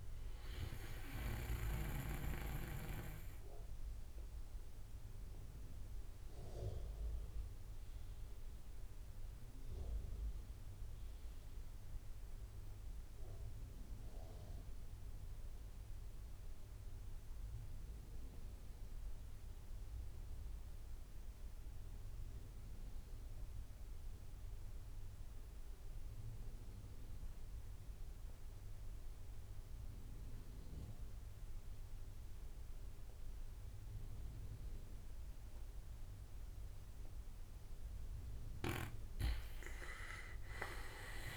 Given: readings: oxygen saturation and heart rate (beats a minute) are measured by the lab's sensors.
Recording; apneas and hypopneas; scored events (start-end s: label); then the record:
breathing in sleep by a room microphone; 1
0.00-1.50 s: snoring (device-marked)
0.00-8.00 s: oxygen desaturation (device-marked, oxygen 89% lowest)
3.50-36.00 s: obstructive apnea (oxygen 98% before, 86% lowest)
27.00-41.37 s: oxygen desaturation (device-marked, oxygen 99% before, 89% lowest)
38.50-41.37 s: arousal
From the record:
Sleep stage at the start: N2 (light sleep); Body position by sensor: on the right side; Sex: male